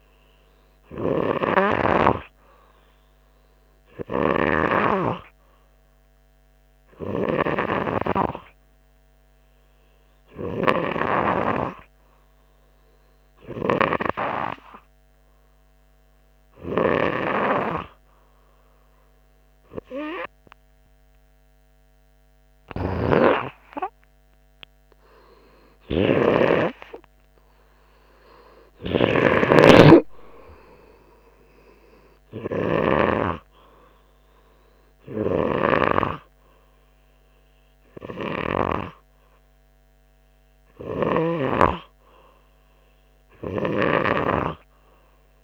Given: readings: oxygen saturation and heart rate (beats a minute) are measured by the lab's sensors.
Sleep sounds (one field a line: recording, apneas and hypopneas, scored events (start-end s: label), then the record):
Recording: breathing in sleep by a microphone on the trachea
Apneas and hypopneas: none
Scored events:
26.00-29.50 s: snoring (device-marked)
From the record:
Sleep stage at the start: N2 (light sleep)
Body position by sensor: on the front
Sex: male